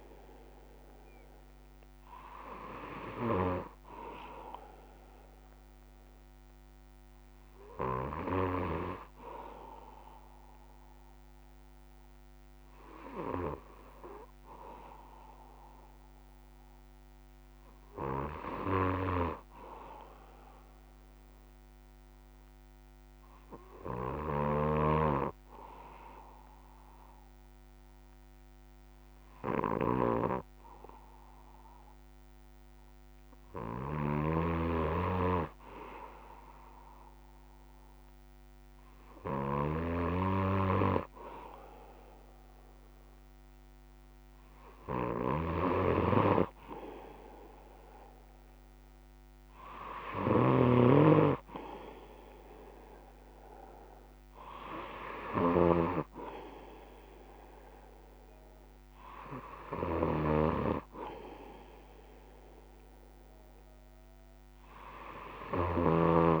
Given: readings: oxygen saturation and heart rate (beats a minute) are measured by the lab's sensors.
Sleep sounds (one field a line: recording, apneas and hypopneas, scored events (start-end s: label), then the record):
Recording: breathing in sleep by a microphone on the trachea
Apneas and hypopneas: none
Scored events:
none scored
From the record:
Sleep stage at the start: N2 (light sleep)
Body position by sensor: on the back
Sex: male